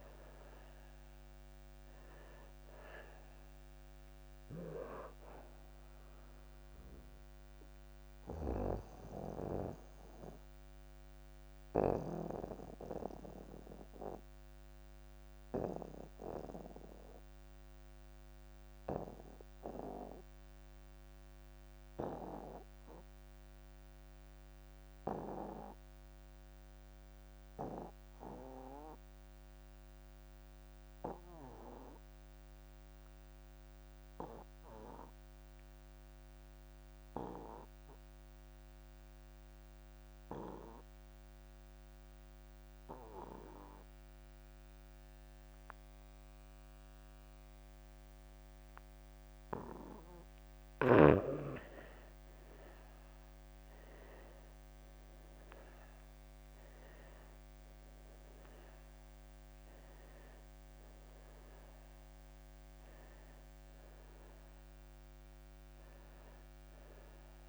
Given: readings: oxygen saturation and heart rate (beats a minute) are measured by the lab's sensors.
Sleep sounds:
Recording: breathing in sleep by a microphone on the trachea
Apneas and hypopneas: 1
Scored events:
0.00-23.50 s: oxygen desaturation (device-marked, oxygen 81% lowest)
11.00-50.00 s: obstructive apnea (oxygen 99% before, 76% lowest)
34.50-67.49 s: oxygen desaturation (device-marked, oxygen 98% before, 76% lowest)
53.00-56.50 s: arousal
From the record:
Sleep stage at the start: N2 (light sleep)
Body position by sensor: on the back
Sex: male

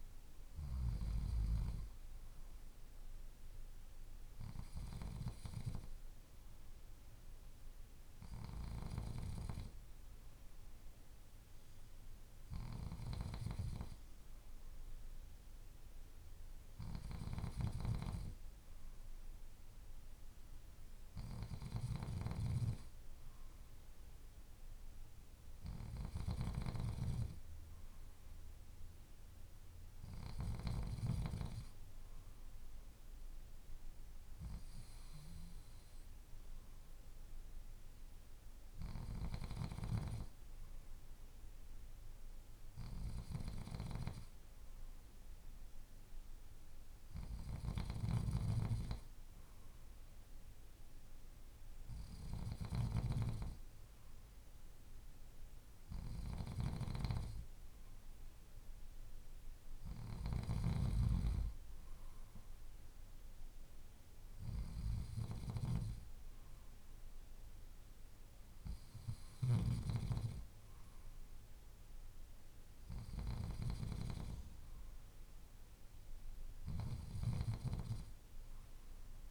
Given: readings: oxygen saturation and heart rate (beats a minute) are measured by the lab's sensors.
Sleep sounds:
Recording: breathing in sleep by a room microphone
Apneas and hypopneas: none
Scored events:
none scored
From the record:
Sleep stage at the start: N2 (light sleep)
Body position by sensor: on the left side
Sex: male

